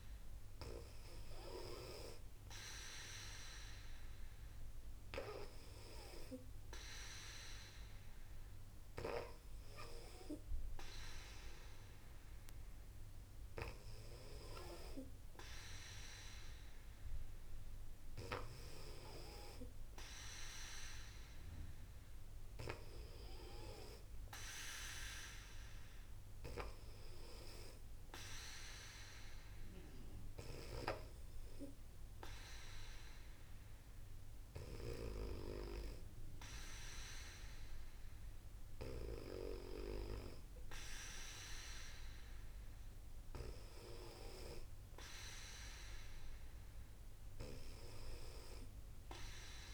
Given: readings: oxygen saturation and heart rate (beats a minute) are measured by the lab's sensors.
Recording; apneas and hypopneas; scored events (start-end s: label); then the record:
breathing in sleep by a room microphone; none
none scored
From the record:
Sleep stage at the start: N2 (light sleep); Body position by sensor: on the back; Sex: female